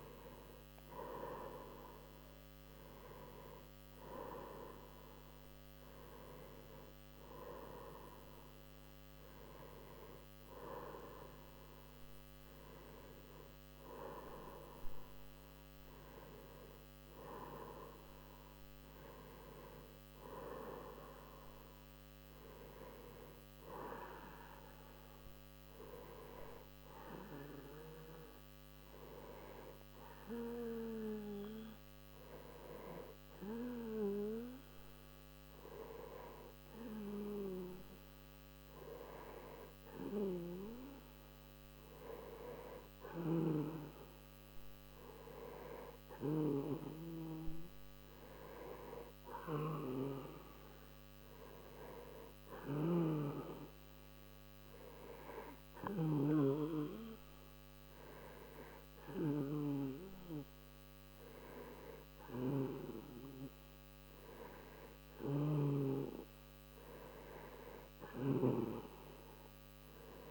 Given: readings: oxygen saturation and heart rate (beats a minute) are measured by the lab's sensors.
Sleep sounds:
breathing in sleep by a microphone on the trachea; none
47.50-70.31 s: new sleep stage, N2 (light sleep)
From the record:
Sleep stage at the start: N1 (lightest sleep); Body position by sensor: on the right side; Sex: male

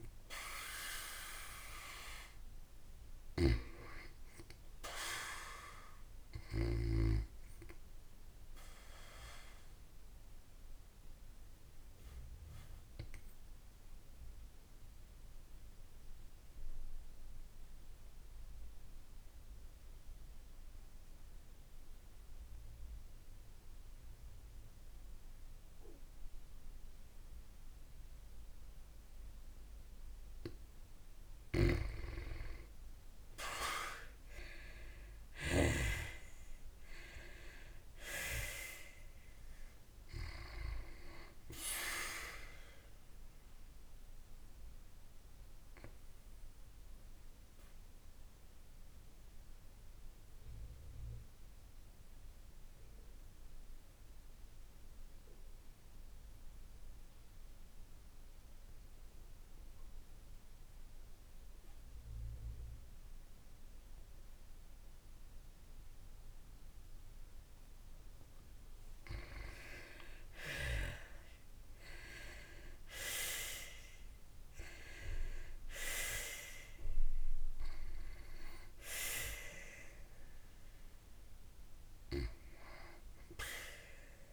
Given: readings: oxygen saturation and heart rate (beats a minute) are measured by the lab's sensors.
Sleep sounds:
breathing in sleep by a room microphone; 2
0.00-3.00 s: arousal
8.00-30.00 s: obstructive apnea (oxygen 96% before, 89% lowest, heart rate 56 before, 49 extreme, up 5 after)
25.50-39.50 s: oxygen desaturation (device-marked, oxygen 96% before, 92% lowest, heart rate 56 before, 49 extreme)
32.50-37.00 s: arousal
45.00-68.50 s: obstructive apnea (oxygen 96% before, 89% lowest, heart rate 54 before, 45 extreme, up 50 after)
70.00-73.00 s: arousal
72.50-79.50 s: oxygen desaturation (device-marked, oxygen 94% before, 89% lowest, heart rate 59 before, 45 extreme)
From the record:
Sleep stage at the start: N2 (light sleep); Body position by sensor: on the back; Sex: female

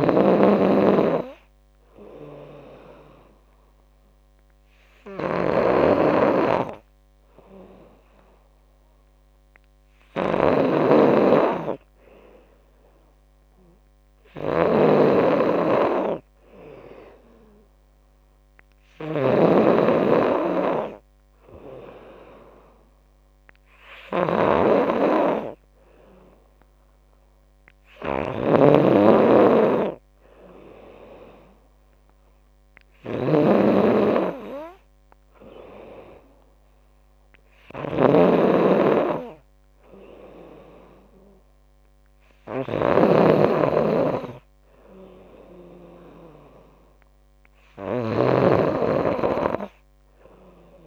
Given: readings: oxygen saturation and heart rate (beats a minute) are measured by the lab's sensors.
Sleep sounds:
breathing in sleep by a microphone on the trachea; none
0.00-50.87 s: snoring (device-marked)
23.50-35.50 s: oxygen desaturation (device-marked, oxygen 95% before, 92% lowest, heart rate 80 before, 75 extreme)
From the record:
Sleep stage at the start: N2 (light sleep); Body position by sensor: on the back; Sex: female

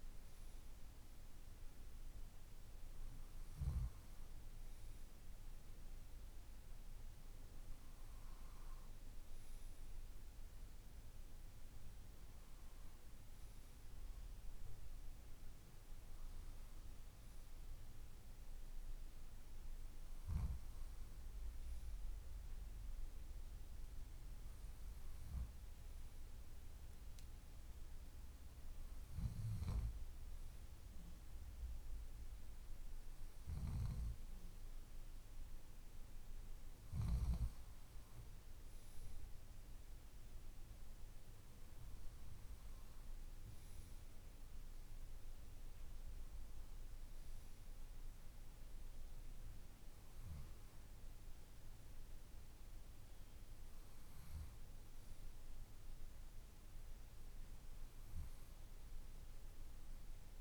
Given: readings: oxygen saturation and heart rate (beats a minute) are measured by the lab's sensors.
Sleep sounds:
breathing in sleep, hard to hear, by a room microphone; none
none scored
From the record:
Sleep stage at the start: N2 (light sleep); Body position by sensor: on the left side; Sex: male

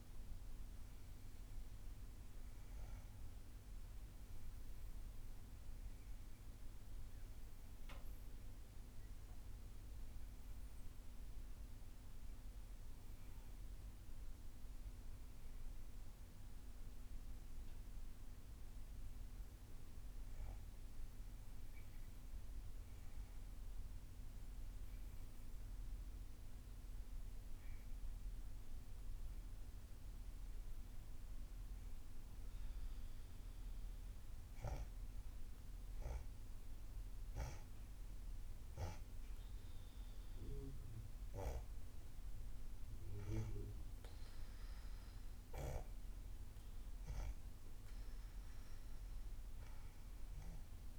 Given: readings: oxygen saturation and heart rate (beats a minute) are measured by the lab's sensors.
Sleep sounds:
breathing in sleep by a room microphone; 1
22.00-33.00 s: obstructive apnea (oxygen 96% before, 91% lowest, heart rate 71 before, 61 extreme, up 32 after)
35.50-40.50 s: arousal
35.50-50.99 s: oxygen desaturation (device-marked, oxygen 95% before, 91% lowest, heart rate 72 before, 68 extreme)
From the record:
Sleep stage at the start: REM sleep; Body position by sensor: on the back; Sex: female

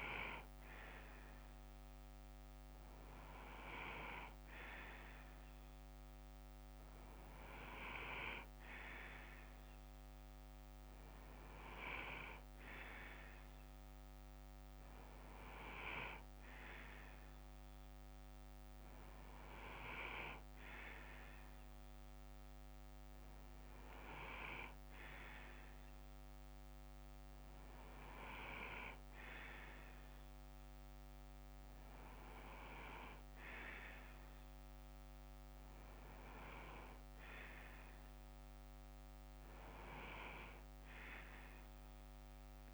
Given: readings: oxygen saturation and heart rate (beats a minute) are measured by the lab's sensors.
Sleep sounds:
breathing in sleep by a microphone on the trachea; none
6.00-10.00 s: bradycardia (device-marked, heart rate 61 before, 59 extreme)
13.00-15.00 s: bradycardia (device-marked, heart rate 61 before, 60 extreme)
16.00-37.00 s: bradycardia (device-marked, heart rate 61 before, 57 extreme)
From the record:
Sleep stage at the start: N2 (light sleep); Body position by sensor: on the left side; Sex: male

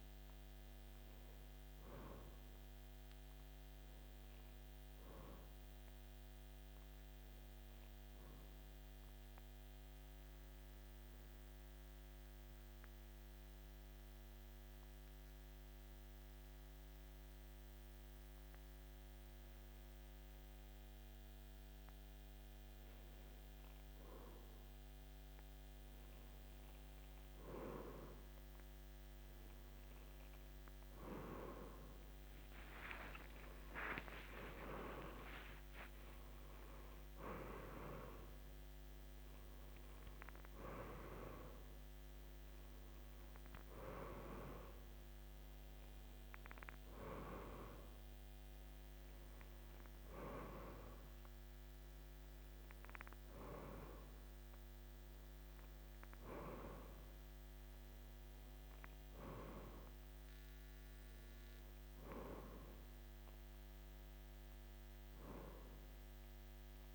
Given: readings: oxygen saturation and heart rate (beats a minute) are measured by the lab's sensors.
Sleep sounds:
breathing in sleep by a microphone on the trachea; 1
9.50-21.00 s: obstructive apnea (oxygen 93% before, 90% lowest, heart rate 54 before, 52 extreme, up 2 after)
32.00-37.00 s: arousal
46.50-66.95 s: oxygen desaturation (device-marked, oxygen 94% before, 90% lowest, heart rate 54 before, 46 extreme)
From the record:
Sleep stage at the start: N2 (light sleep); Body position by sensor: on the back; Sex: male

